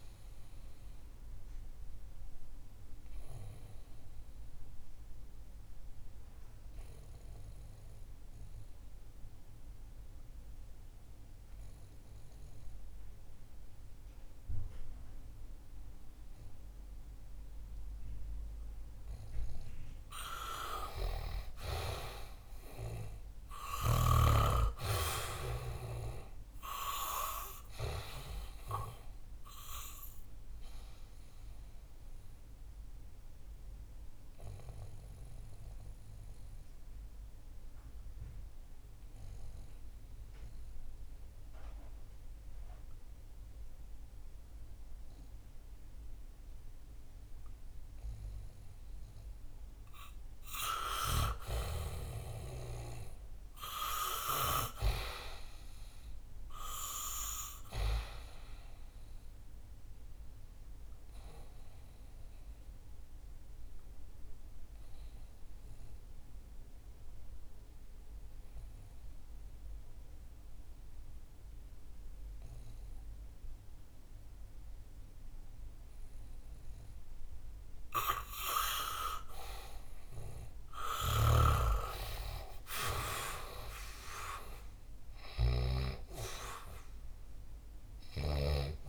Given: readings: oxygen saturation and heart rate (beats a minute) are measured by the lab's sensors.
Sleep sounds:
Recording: breathing in sleep by a room microphone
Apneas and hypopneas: 3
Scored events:
2.50-18.50 s: obstructive apnea (oxygen 98% before, 89% lowest, heart rate 66 before, 60 extreme, up 10 after)
21.00-25.50 s: arousal
23.50-50.50 s: oxygen desaturation (device-marked, oxygen 96% before, 89% lowest, heart rate 64 before, 61 extreme)
30.50-50.00 s: obstructive apnea (oxygen 98% before, 89% lowest, heart rate 67 before, 61 extreme, up 7 after)
52.50-56.00 s: arousal
59.50-77.50 s: oxygen desaturation (device-marked, oxygen 98% before, 90% lowest, heart rate 67 before, 59 extreme)
62.00-78.00 s: obstructive apnea (oxygen 98% before, 89% lowest, heart rate 68 before, 59 extreme, up 7 after)
80.50-85.00 s: arousal
81.00-86.00 s: snoring (device-marked)
83.50-88.89 s: oxygen desaturation (device-marked, oxygen 97% before, 91% lowest, heart rate 67 before, 59 extreme)
From the record:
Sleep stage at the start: N2 (light sleep)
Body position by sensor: on the back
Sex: male

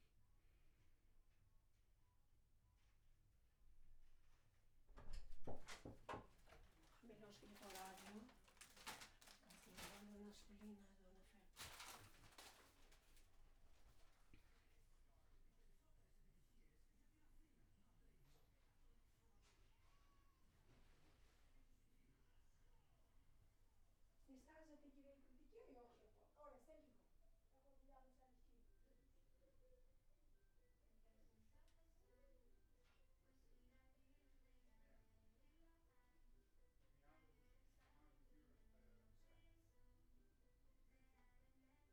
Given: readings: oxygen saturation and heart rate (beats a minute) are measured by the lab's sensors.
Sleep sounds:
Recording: a person awake in a sleep study, by a room microphone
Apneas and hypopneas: none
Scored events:
none scored
From the record:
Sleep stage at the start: awake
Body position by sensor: on the back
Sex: male

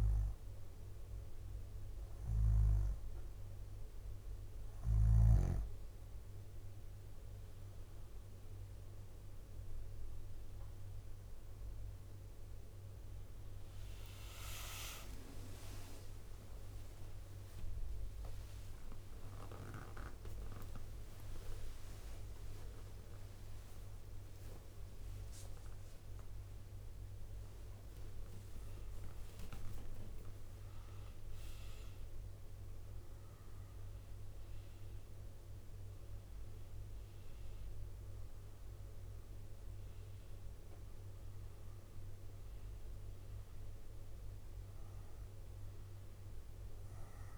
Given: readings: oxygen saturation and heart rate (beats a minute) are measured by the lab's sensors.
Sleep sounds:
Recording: breathing in sleep by a room microphone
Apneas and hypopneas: none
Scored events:
5.50-11.50 s: leg movement (device-marked)
13.50-20.00 s: arousal
18.00-32.00 s: drop in pulse transit time (device-marked, heart rate 64 before, 71 extreme)
26.00-32.00 s: tachycardia (device-marked, heart rate 64 before, 111 extreme)
From the record:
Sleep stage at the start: N2 (light sleep)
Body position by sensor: on the left side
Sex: female

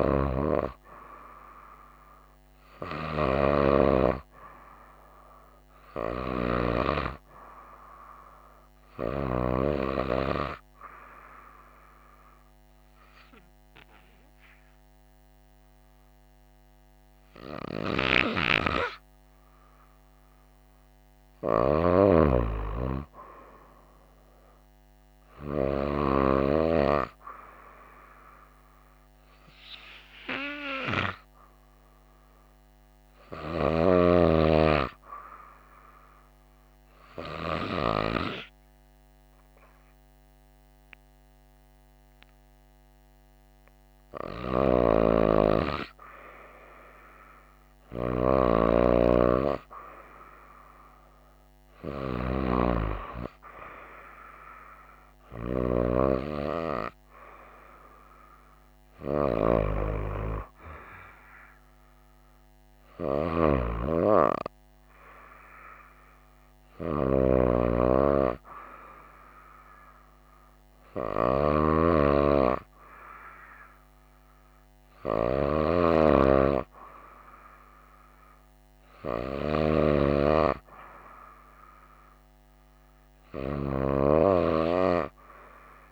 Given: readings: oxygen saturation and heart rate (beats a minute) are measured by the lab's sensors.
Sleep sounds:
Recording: breathing in sleep by a microphone on the trachea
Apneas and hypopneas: 2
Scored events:
11.50-21.50 s: obstructive apnea (oxygen 95% before, 93% lowest, heart rate 65 before, 58 extreme, up 1 after)
23.50-27.00 s: arousal
36.00-46.50 s: obstructive apnea (oxygen 95% before, 93% lowest, heart rate 63 before, 60 extreme, up 2 after)
49.00-52.00 s: arousal
60.00-85.92 s: new sleep stage, REM sleep
From the record:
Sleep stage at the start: N2 (light sleep)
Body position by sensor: on the right side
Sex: female

